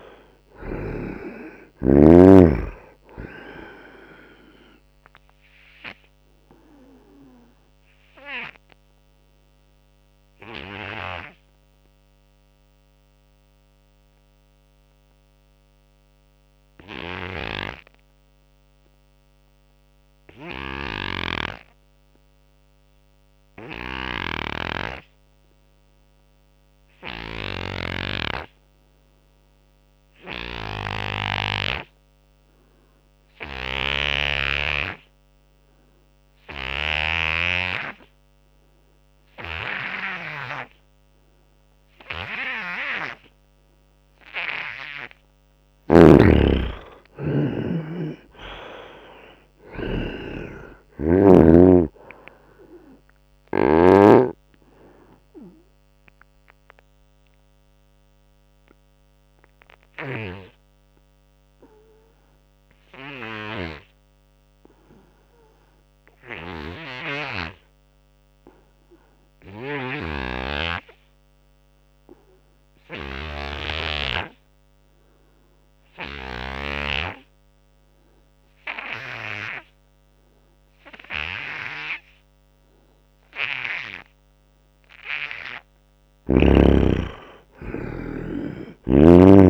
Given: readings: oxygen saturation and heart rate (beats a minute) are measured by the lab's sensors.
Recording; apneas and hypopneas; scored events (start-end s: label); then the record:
breathing in sleep by a microphone on the trachea; 2
0.00-21.50 s: oxygen desaturation (device-marked, oxygen 72% lowest, heart rate 59 extreme)
3.50-43.50 s: obstructive apnea (oxygen 98% before, 71% lowest, heart rate 68 before, 59 extreme, up 24 after)
23.50-73.50 s: oxygen desaturation (device-marked, oxygen 98% before, 71% lowest, heart rate 85 before, 59 extreme)
27.50-37.00 s: snoring (device-marked)
45.00-48.50 s: arousal
45.50-53.50 s: snoring (device-marked)
54.50-84.50 s: obstructive apnea (oxygen 96% before, 71% lowest, heart rate 71 before, 74 extreme, up 4 after)
69.50-76.50 s: snoring (device-marked)
75.50-89.50 s: oxygen desaturation (device-marked, oxygen 97% before, 74% lowest, heart rate 87 before, 74 extreme)
86.50-89.50 s: arousal
From the record:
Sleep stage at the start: N2 (light sleep); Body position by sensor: on the right side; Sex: male